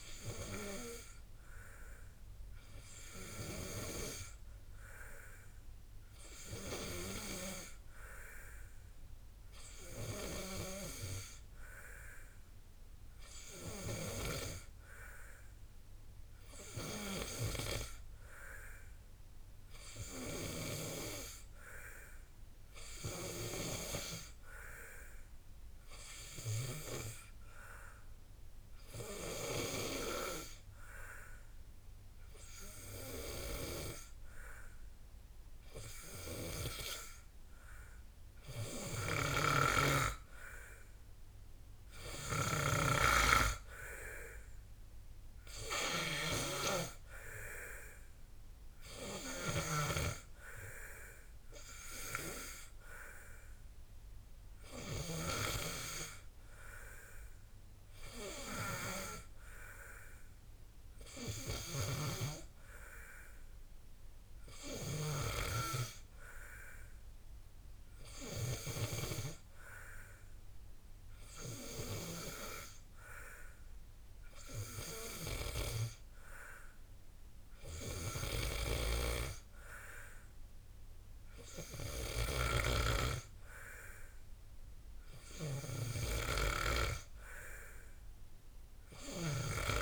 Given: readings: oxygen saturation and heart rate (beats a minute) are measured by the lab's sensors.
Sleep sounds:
breathing in sleep by a room microphone; none
39.50-43.00 s: snoring (device-marked)
47.00-68.00 s: oxygen desaturation (device-marked, oxygen 91% before, 87% lowest, heart rate 58 before, 52 extreme)
From the record:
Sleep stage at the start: N2 (light sleep); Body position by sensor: on the back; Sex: male

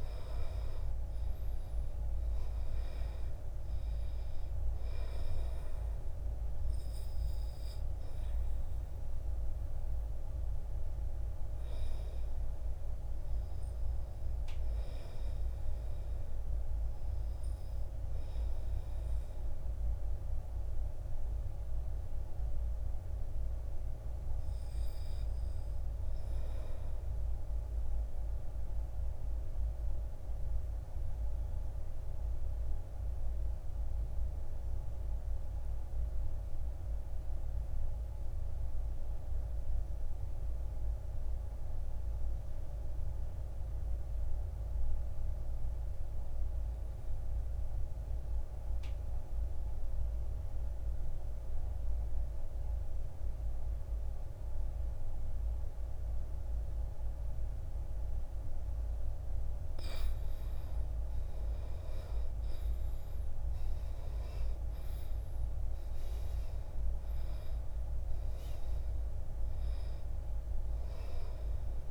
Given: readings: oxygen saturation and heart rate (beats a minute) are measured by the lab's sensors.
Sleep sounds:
breathing in sleep, hard to hear, by a room microphone; 1
0.00-24.00 s: oxygen desaturation (device-marked, oxygen 78% lowest, heart rate 55 extreme)
24.00-27.00 s: arousal
28.50-59.00 s: obstructive apnea (oxygen 99% before, 76% lowest, heart rate 58 before, 55 extreme, up 10 after)
48.00-71.91 s: oxygen desaturation (device-marked, oxygen 97% before, 76% lowest, heart rate 57 before, 56 extreme)
60.50-64.00 s: arousal
From the record:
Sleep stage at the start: N2 (light sleep); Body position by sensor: on the back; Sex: male

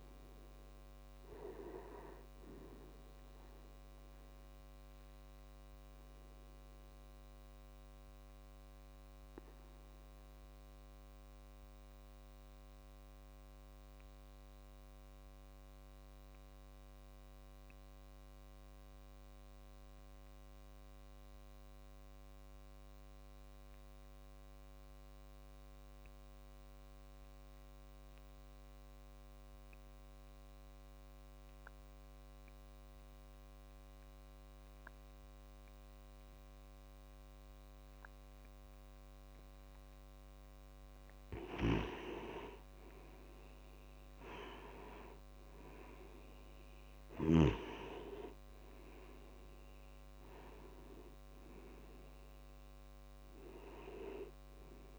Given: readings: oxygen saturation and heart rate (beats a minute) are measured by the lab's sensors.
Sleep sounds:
breathing in sleep by a microphone on the trachea; 1
0.00-14.50 s: oxygen desaturation (device-marked, oxygen 87% lowest)
5.00-40.00 s: obstructive apnea (oxygen 97% before, 87% lowest)
29.50-54.99 s: oxygen desaturation (device-marked, oxygen 98% before, 87% lowest)
41.00-47.50 s: snoring (device-marked)
42.00-45.50 s: arousal
From the record:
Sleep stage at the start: N2 (light sleep); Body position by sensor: on the back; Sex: male

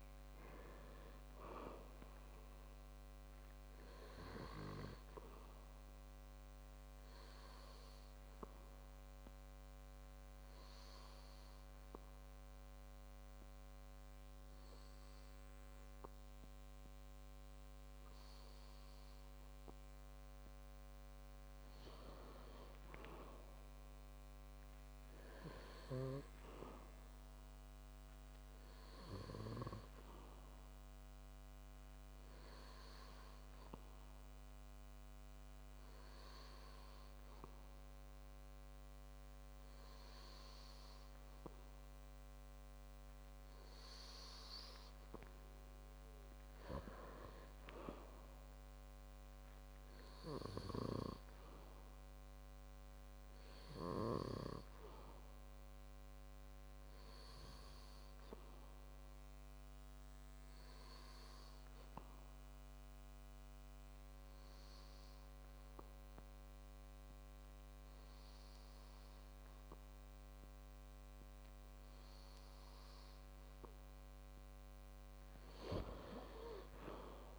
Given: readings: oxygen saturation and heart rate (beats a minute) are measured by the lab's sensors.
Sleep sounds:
breathing in sleep by a microphone on the trachea; 3
1.00-4.50 s: arousal
8.50-22.50 s: hypopnea (oxygen 98% before, 96% lowest, heart rate 111 before, 77 extreme)
24.50-27.50 s: arousal
33.00-44.00 s: hypopnea (oxygen 97% before, 94% lowest, heart rate 116 before, 128 extreme)
47.50-51.00 s: arousal
60.00-71.50 s: obstructive apnea (oxygen 97% before, 94% lowest, heart rate 154 before, 108 extreme, up 31 after)
74.50-77.39 s: arousal
From the record:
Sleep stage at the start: N2 (light sleep); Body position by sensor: on the back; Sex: male

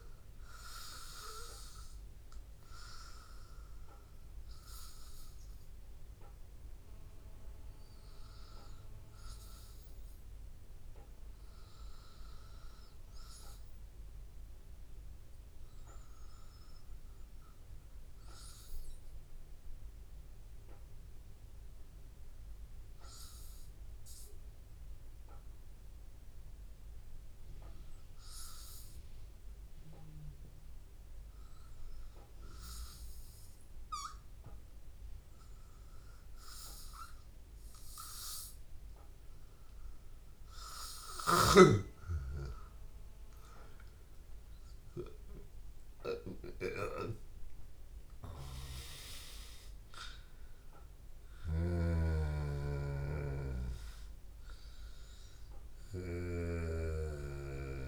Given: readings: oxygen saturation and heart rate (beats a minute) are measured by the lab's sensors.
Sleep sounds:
breathing in sleep by a room microphone; 1
0.00-15.00 s: oxygen desaturation (device-marked, oxygen 93% lowest, heart rate 79 extreme)
7.50-38.00 s: hypopnea (oxygen 97% before, 93% lowest, heart rate 83 before, 79 extreme, up 1 after)
35.00-57.88 s: oxygen desaturation (device-marked, oxygen 98% before, 93% lowest, heart rate 81 before, 80 extreme)
40.50-44.00 s: arousal
From the record:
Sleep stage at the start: N2 (light sleep); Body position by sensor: on the back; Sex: male

